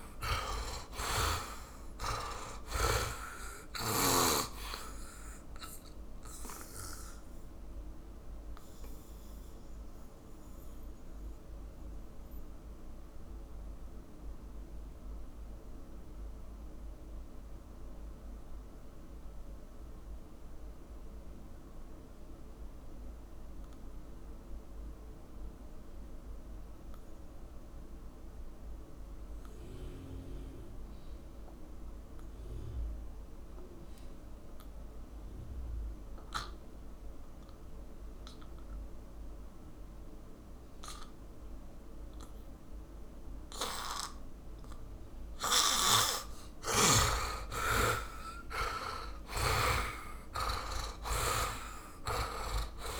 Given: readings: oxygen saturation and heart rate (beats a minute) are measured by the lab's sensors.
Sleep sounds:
breathing in sleep by a room microphone; 1
0.00-3.00 s: snoring (device-marked)
0.00-25.00 s: oxygen desaturation (device-marked, oxygen 76% lowest, heart rate 43 extreme)
7.00-46.00 s: mixed apnea (oxygen 100% before, 74% lowest, heart rate 61 before, 43 extreme, up 31 after)
33.00-53.00 s: oxygen desaturation (device-marked, oxygen 100% before, 74% lowest, heart rate 64 before, 43 extreme)
47.00-52.00 s: arousal
49.00-53.00 s: snoring (device-marked)
From the record:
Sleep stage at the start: N2 (light sleep); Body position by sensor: on the back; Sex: male

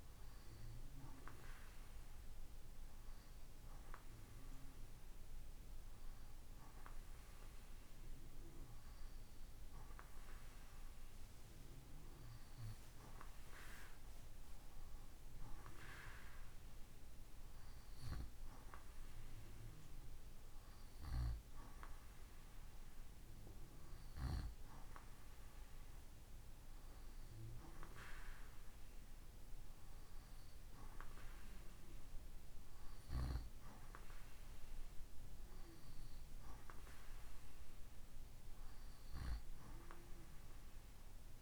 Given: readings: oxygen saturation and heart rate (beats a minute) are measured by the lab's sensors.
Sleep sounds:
breathing in sleep by a room microphone; none
none scored
From the record:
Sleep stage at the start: N2 (light sleep); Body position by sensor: on the right side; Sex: male

